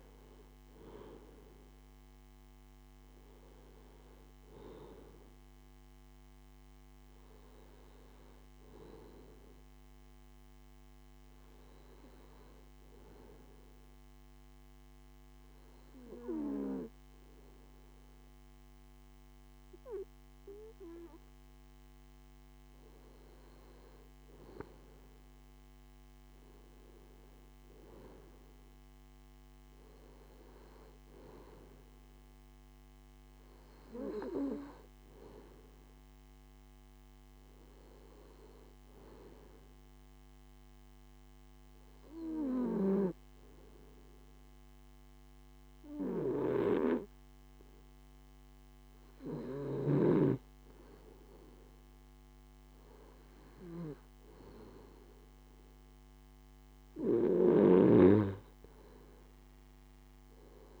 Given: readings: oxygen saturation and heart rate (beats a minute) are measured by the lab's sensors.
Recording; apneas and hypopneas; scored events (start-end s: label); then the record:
breathing in sleep by a microphone on the trachea; 1
5.50-8.50 s: arousal
13.50-24.50 s: obstructive apnea (oxygen 95% before, 94% lowest, heart rate 61 before, 55 extreme, up 4 after)
27.00-29.50 s: arousal
From the record:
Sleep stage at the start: N2 (light sleep); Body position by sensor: on the left side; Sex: male